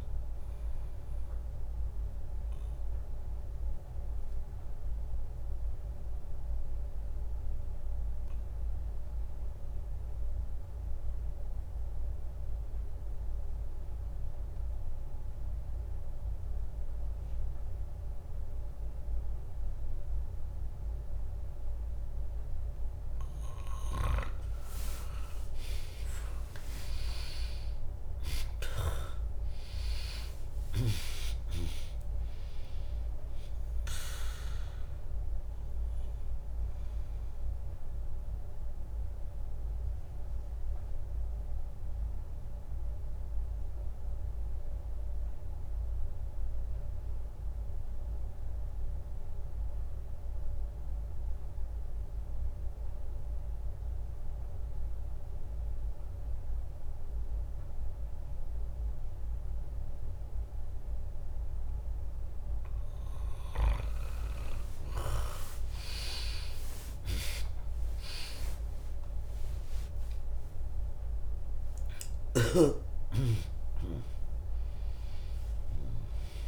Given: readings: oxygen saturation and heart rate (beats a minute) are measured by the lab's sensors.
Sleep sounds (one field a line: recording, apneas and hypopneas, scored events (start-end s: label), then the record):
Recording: breathing in sleep by a room microphone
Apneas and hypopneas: 2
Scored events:
0.00-3.50 s: drop in pulse transit time (device-marked, heart rate 63 extreme)
2.00-23.50 s: obstructive apnea (oxygen 100% before, 95% lowest, heart rate 67 before, 61 extreme, up 1 after)
26.00-30.50 s: arousal
27.50-39.50 s: drop in pulse transit time (device-marked, heart rate 65 before, 63 extreme)
38.00-61.50 s: obstructive apnea (oxygen 100% before, 94% lowest, heart rate 66 before, 61 extreme, up 1 after)
65.50-76.48 s: oxygen desaturation (device-marked, oxygen 100% before, 94% lowest, heart rate 64 before, 62 extreme)
66.00-71.50 s: arousal
67.50-76.48 s: drop in pulse transit time (device-marked, heart rate 64 before, 63 extreme)
From the record:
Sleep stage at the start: N2 (light sleep)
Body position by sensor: on the back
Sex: female